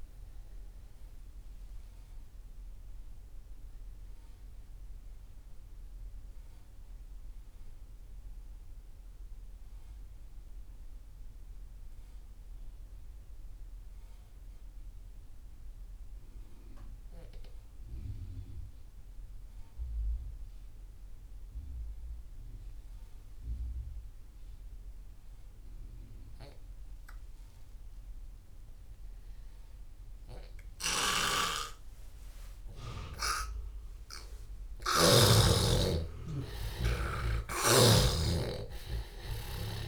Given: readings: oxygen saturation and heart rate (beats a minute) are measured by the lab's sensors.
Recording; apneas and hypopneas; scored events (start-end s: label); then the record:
breathing in sleep by a room microphone; 1
0.00-16.50 s: oxygen desaturation (device-marked, oxygen 82% lowest)
3.00-33.00 s: mixed apnea (oxygen 98% before, 82% lowest)
30.50-35.50 s: snoring (device-marked)
32.50-39.88 s: oxygen desaturation (device-marked, oxygen 98% before, 83% lowest)
34.00-39.00 s: arousal
From the record:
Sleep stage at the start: N2 (light sleep); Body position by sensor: on the left side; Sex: male